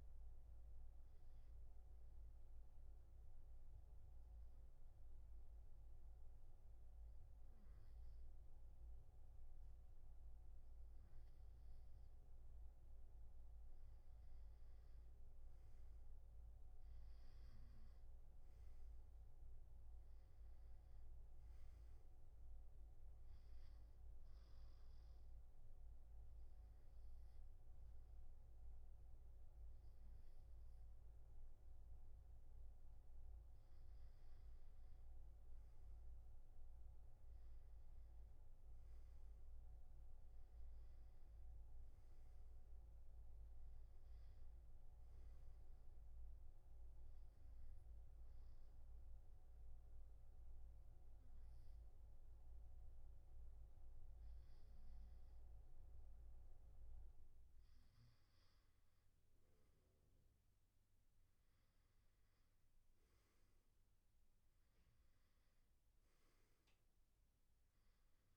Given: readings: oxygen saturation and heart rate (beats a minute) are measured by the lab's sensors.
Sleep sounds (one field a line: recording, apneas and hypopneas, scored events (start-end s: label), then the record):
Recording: breathing in sleep, hard to hear, by a room microphone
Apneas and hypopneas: 3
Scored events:
0.00-5.50 s: oxygen desaturation (device-marked, oxygen 91% lowest, heart rate 68 extreme)
1.50-11.50 s: obstructive apnea (oxygen 97% before, 91% lowest, heart rate 72 before, 67 extreme, up 4 after)
14.00-16.50 s: arousal
21.50-34.50 s: oxygen desaturation (device-marked, oxygen 96% before, 91% lowest, heart rate 70 before, 67 extreme)
23.50-33.50 s: obstructive apnea (oxygen 97% before, 91% lowest, heart rate 70 before, 67 extreme, up 3 after)
36.00-39.50 s: arousal
39.50-51.50 s: oxygen desaturation (device-marked, oxygen 96% before, 92% lowest, heart rate 70 before, 67 extreme)
46.00-57.00 s: obstructive apnea (oxygen 96% before, 91% lowest, heart rate 69 before, 65 extreme, up 7 after)
60.00-64.50 s: arousal
64.50-68.37 s: oxygen desaturation (device-marked, oxygen 96% before, 92% lowest, heart rate 70 before, 65 extreme)
From the record:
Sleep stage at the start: N2 (light sleep)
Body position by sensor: on the back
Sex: male